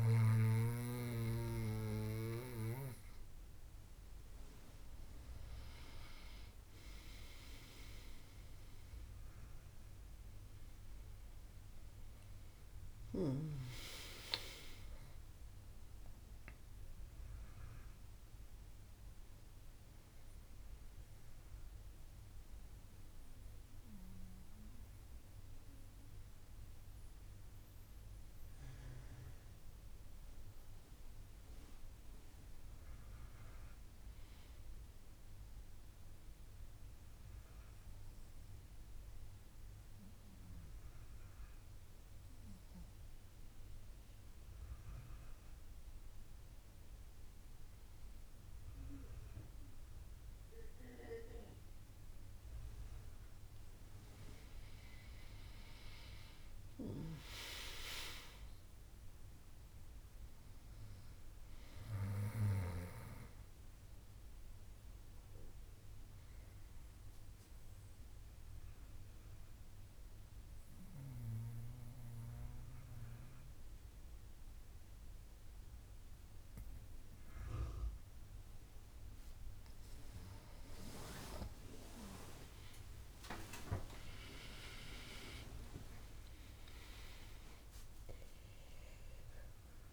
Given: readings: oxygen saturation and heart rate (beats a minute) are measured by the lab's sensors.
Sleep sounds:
breathing in sleep by a room microphone; 3
0.00-18.50 s: oxygen desaturation (device-marked, oxygen 93% lowest, heart rate 66 extreme)
6.50-36.50 s: new sleep stage, N1 (lightest sleep)
12.50-16.50 s: arousal
20.50-31.50 s: central apnea (oxygen 96% before, 94% lowest, heart rate 71 before, 64 extreme, up 7 after)
36.50-89.93 s: new sleep stage, N2 (light sleep)
41.50-53.50 s: obstructive apnea (oxygen 99% before, 94% lowest, heart rate 69 before, 64 extreme, up 9 after)
55.50-59.50 s: arousal
65.50-80.00 s: obstructive apnea (oxygen 99% before, 94% lowest, heart rate 68 before, 67 extreme, up 32 after)
83.00-88.00 s: arousal
From the record:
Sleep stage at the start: N2 (light sleep); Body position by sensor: on the back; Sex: female

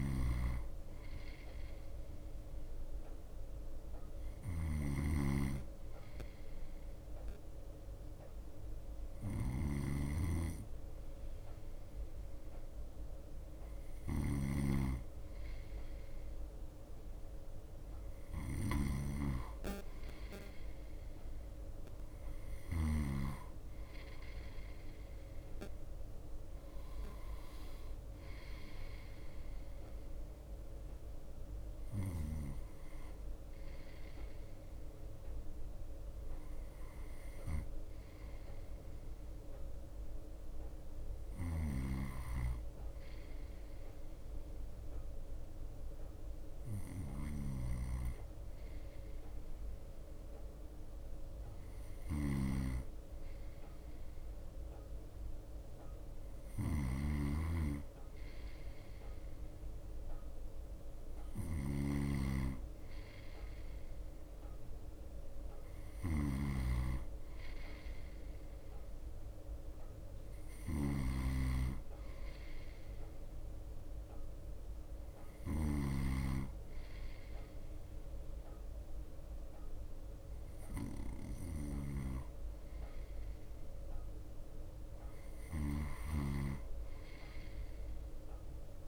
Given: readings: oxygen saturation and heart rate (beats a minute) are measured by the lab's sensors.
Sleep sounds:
breathing in sleep by a room microphone; none
0.00-23.50 s: snoring (device-marked)
0.00-88.88 s: bradycardia (device-marked, heart rate 55 extreme)
41.50-76.00 s: snoring (device-marked)
82.00-88.88 s: snoring (device-marked)
From the record:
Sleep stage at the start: N2 (light sleep); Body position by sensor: on the right side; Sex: male

